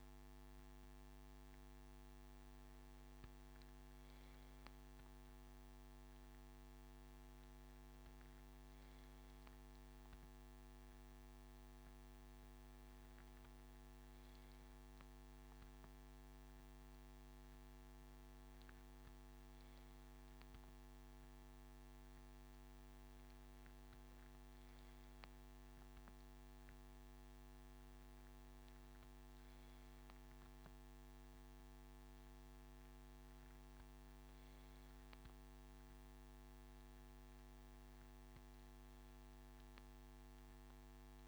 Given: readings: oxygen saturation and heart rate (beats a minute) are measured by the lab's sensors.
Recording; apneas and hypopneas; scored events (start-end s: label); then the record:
breathing in sleep, hard to hear, by a microphone on the trachea; none
none scored
From the record:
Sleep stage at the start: N2 (light sleep); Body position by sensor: on the left side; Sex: male